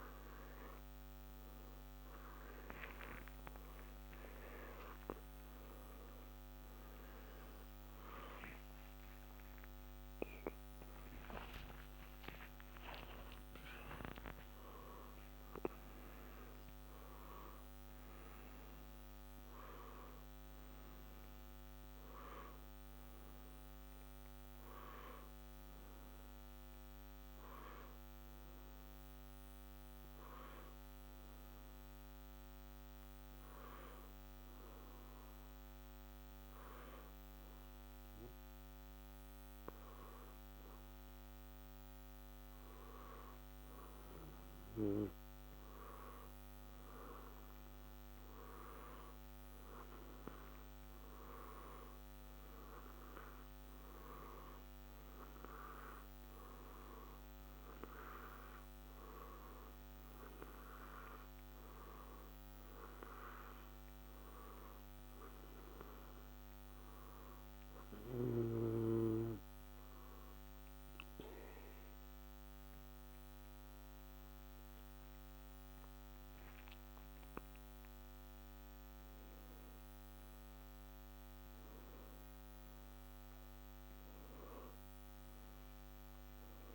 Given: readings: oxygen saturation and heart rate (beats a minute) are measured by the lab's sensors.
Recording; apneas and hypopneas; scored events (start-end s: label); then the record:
breathing in sleep by a microphone on the trachea; 2
8.50-12.50 s: arousal
31.00-44.50 s: hypopnea (oxygen 91% before, 88% lowest, heart rate 97 before, 64 extreme, up 9 after)
46.50-51.00 s: arousal
51.50-77.50 s: oxygen desaturation (device-marked, oxygen 93% before, 88% lowest, heart rate 68 before, 63 extreme)
67.00-77.50 s: obstructive apnea (oxygen 93% before, 88% lowest, heart rate 68 before, 63 extreme, up 0 after)
From the record:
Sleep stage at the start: N1 (lightest sleep); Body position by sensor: on the back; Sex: male